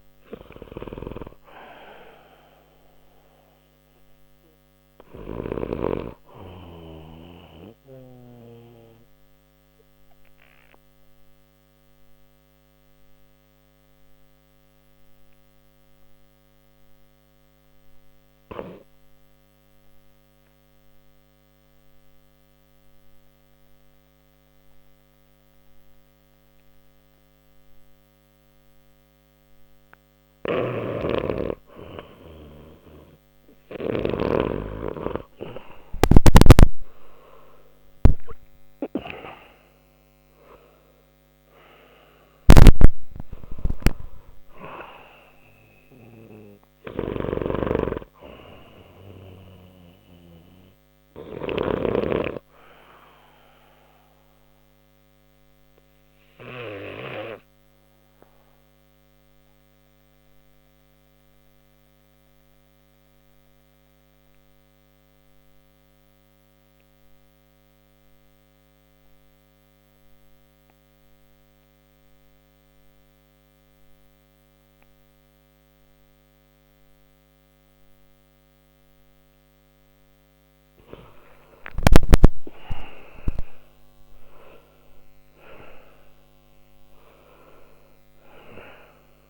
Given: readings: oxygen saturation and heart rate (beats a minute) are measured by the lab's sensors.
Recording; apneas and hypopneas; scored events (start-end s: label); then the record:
breathing in sleep by a microphone on the trachea; 2
7.00-30.00 s: obstructive apnea (oxygen 92% before, 91% lowest, heart rate 63 before, 59 extreme, up 2 after)
30.00-34.00 s: snoring (device-marked)
34.00-39.00 s: arousal
34.00-72.00 s: oxygen desaturation (device-marked, oxygen 98% before, 91% lowest, heart rate 61 before, 59 extreme)
46.50-51.50 s: snoring (device-marked)
52.00-80.00 s: obstructive apnea (oxygen 98% before, 91% lowest, heart rate 61 before, 59 extreme, up 60 after)
81.50-87.00 s: arousal
From the record:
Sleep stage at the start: REM sleep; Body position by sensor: on the left side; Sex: male